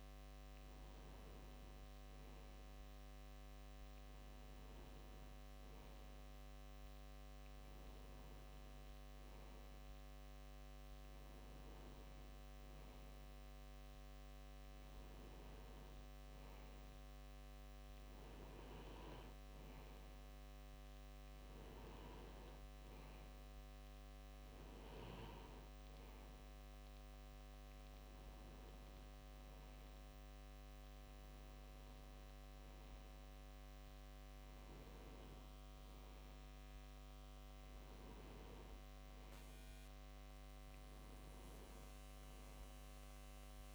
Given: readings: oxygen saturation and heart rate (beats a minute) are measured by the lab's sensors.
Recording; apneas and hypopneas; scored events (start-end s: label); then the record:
breathing in sleep, hard to hear, by a microphone on the trachea; none
5.50-7.50 s: bradycardia (device-marked, heart rate 61 before, 60 extreme)
8.50-13.50 s: bradycardia (device-marked, heart rate 61 before, 59 extreme)
From the record:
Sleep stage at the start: N2 (light sleep); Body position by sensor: on the left side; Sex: male